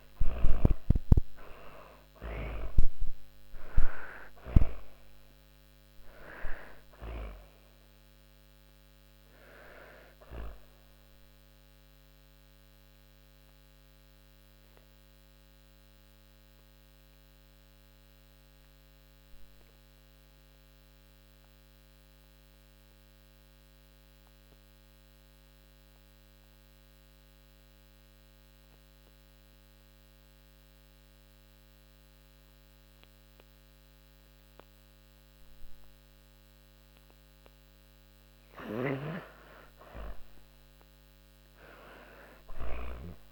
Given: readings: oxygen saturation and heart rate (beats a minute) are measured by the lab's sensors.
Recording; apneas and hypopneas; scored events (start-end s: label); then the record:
breathing in sleep by a microphone on the trachea; 1
0.00-3.00 s: arousal
0.00-17.50 s: oxygen desaturation (device-marked, oxygen 84% lowest)
10.00-34.50 s: obstructive apnea (oxygen 99% before, 84% lowest)
36.50-41.50 s: arousal
37.00-41.50 s: snoring (device-marked)
37.50-43.32 s: oxygen desaturation (device-marked, oxygen 99% before, 92% lowest)
From the record:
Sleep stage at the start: N2 (light sleep); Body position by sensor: on the back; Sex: female